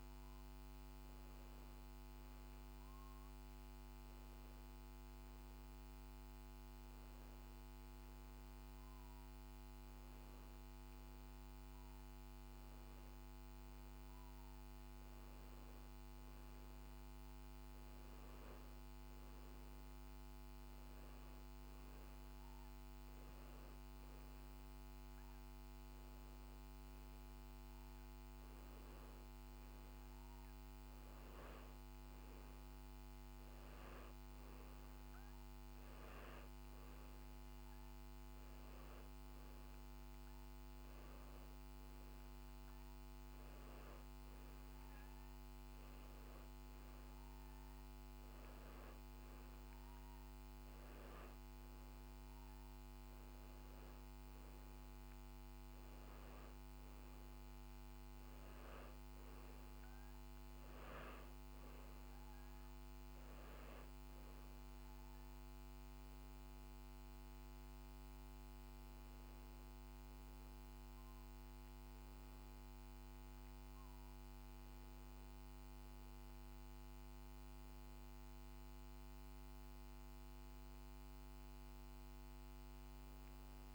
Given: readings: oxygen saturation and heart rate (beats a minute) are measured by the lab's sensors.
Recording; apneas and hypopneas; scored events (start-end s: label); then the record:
breathing in sleep, hard to hear, by a microphone on the trachea; none
none scored
From the record:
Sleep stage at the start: N2 (light sleep); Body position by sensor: on the back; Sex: male